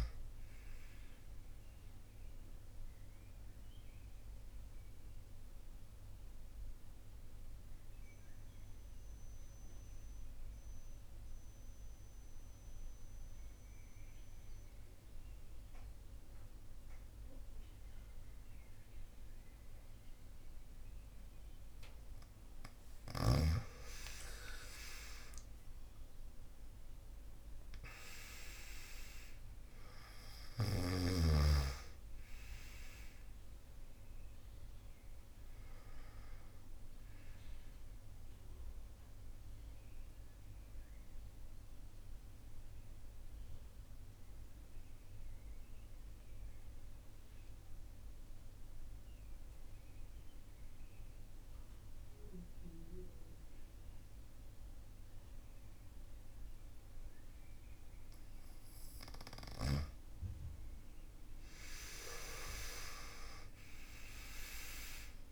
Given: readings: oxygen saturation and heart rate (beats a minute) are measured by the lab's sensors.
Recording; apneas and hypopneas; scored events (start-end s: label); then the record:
breathing in sleep by a room microphone; 2
0.00-18.00 s: oxygen desaturation (device-marked, oxygen 87% lowest)
1.50-22.00 s: mixed apnea (oxygen 98% before, 87% lowest)
24.00-28.00 s: arousal
29.00-58.00 s: oxygen desaturation (device-marked, oxygen 98% before, 89% lowest)
38.00-59.50 s: mixed apnea (oxygen 98% before, 87% lowest)
61.50-65.32 s: arousal
63.00-65.32 s: oxygen desaturation (device-marked, oxygen 98% before, 87% lowest)
From the record:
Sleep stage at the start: N2 (light sleep); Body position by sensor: on the back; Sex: male